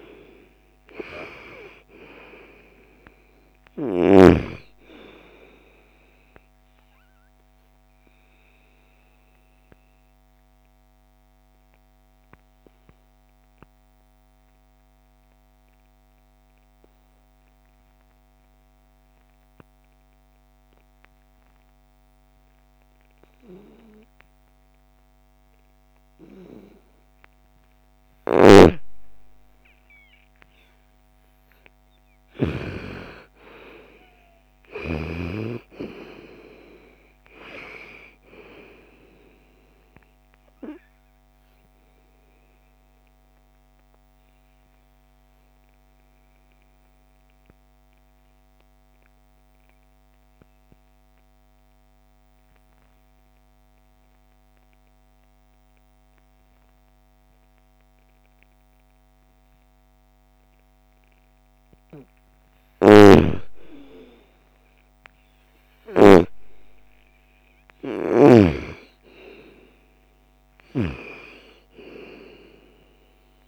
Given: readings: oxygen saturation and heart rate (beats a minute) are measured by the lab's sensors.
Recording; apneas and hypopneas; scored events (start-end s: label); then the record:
breathing in sleep by a microphone on the trachea; 2
0.00-17.00 s: oxygen desaturation (device-marked, oxygen 87% lowest, heart rate 49 extreme)
6.50-26.50 s: obstructive apnea (oxygen 98% before, 87% lowest, heart rate 60 before, 49 extreme, up 21 after)
27.50-32.00 s: snoring (device-marked)
28.00-32.00 s: arousal
31.00-51.00 s: oxygen desaturation (device-marked, oxygen 98% before, 87% lowest, heart rate 57 before, 52 extreme)
39.00-61.00 s: obstructive apnea (oxygen 99% before, 81% lowest, heart rate 61 before, 54 extreme, up 11 after)
62.00-65.50 s: snoring (device-marked)
62.50-66.00 s: arousal
65.00-73.48 s: oxygen desaturation (device-marked, oxygen 99% before, 88% lowest, heart rate 58 before, 48 extreme)
67.50-73.48 s: snoring (device-marked)
From the record:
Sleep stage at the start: N2 (light sleep); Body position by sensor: on the right side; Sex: female